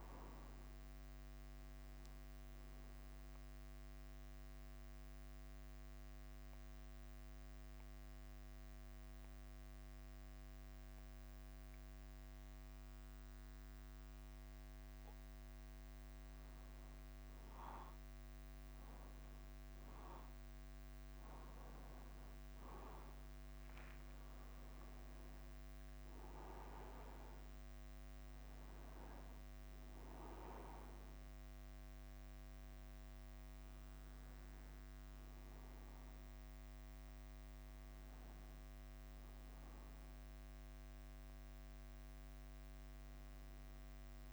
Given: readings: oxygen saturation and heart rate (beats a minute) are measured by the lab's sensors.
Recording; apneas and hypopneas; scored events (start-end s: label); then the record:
breathing in sleep, hard to hear, by a microphone on the trachea; 1
0.00-35.50 s: bradycardia (device-marked, heart rate 39 extreme)
4.50-17.00 s: obstructive apnea (oxygen 99% before, 95% lowest, heart rate 54 before, 39 extreme, up 12 after)
22.50-27.00 s: arousal
37.50-44.33 s: bradycardia (device-marked, heart rate 51 before, 42 extreme)
39.00-41.00 s: long interval between heartbeats (device-marked, heart rate 53 before, 60 extreme)
From the record:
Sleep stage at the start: N2 (light sleep); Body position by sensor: on the back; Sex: male